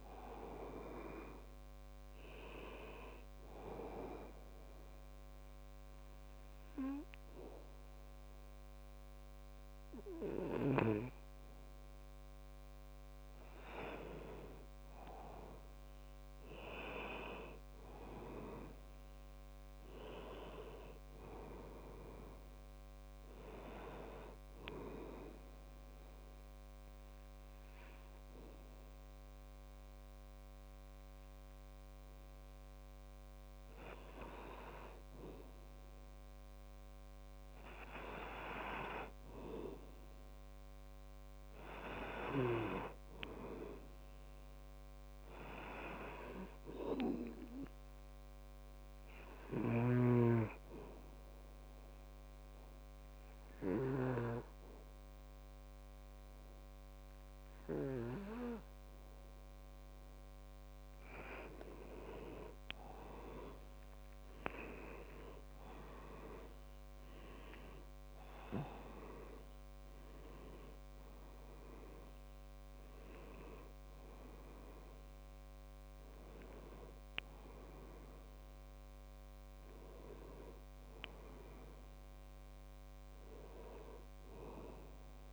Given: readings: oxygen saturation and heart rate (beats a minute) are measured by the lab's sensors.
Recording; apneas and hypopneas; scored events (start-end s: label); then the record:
breathing in sleep by a microphone on the trachea; 3
4.00-14.00 s: obstructive apnea (oxygen 98% before, 93% lowest, heart rate 68 before, 65 extreme, up 7 after)
7.50-85.33 s: new sleep stage, N2 (light sleep)
16.50-20.50 s: arousal
25.00-36.00 s: obstructive apnea (oxygen 97% before, 92% lowest, heart rate 71 before, 65 extreme, up 5 after)
38.00-42.50 s: arousal
51.00-62.00 s: obstructive apnea (oxygen 97% before, 92% lowest, heart rate 68 before, 65 extreme, up 12 after)
65.50-85.33 s: oxygen desaturation (device-marked, oxygen 96% before, 92% lowest, heart rate 67 before, 65 extreme)
68.00-73.00 s: arousal
From the record:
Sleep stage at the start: N1 (lightest sleep); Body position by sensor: on the back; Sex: male